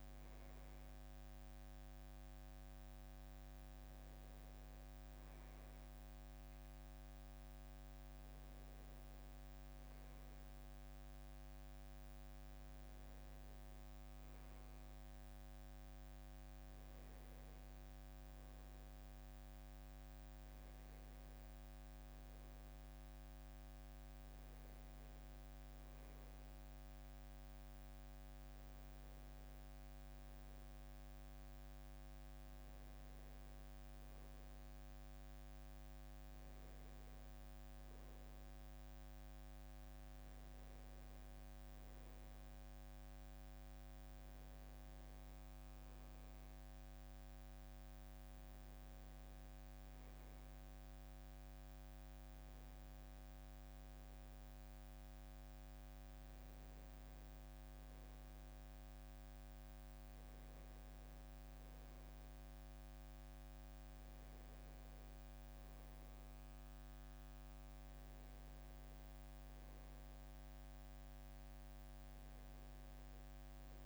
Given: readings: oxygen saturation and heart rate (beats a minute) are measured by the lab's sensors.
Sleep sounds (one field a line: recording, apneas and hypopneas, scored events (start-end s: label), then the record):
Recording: a person awake in a sleep study, hard to hear, by a microphone on the trachea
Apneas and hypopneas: none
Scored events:
none scored
From the record:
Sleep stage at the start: awake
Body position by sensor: on the back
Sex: male